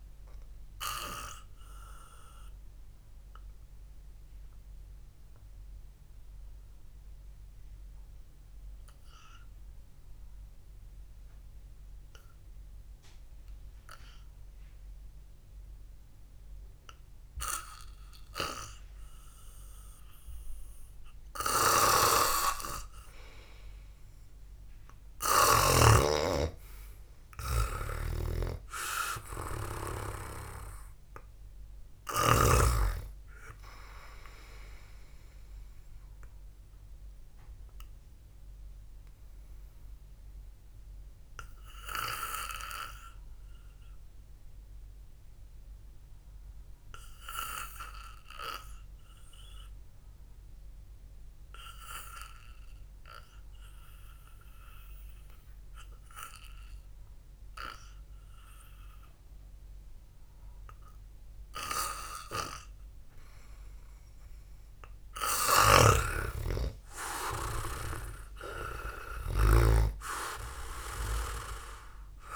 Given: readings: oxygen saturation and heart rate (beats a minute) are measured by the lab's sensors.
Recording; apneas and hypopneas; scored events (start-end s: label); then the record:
breathing in sleep by a room microphone; 2
2.00-19.50 s: obstructive apnea (oxygen 98% before, 91% lowest, heart rate 60 before, 49 extreme)
15.50-22.50 s: oxygen desaturation (device-marked, oxygen 94% before, 91% lowest, heart rate 62 before, 49 extreme)
22.00-26.50 s: snoring (device-marked)
26.50-30.00 s: arousal
28.50-33.00 s: snoring (device-marked)
34.50-55.50 s: oxygen desaturation (device-marked, oxygen 96% before, 91% lowest, heart rate 57 before, 50 extreme)
39.00-64.00 s: obstructive apnea (oxygen 96% before, 91% lowest, heart rate 56 before, 50 extreme, up 4 after)
66.00-72.36 s: snoring (device-marked)
66.50-71.00 s: arousal
From the record:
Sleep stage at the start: N2 (light sleep); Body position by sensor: on the back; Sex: male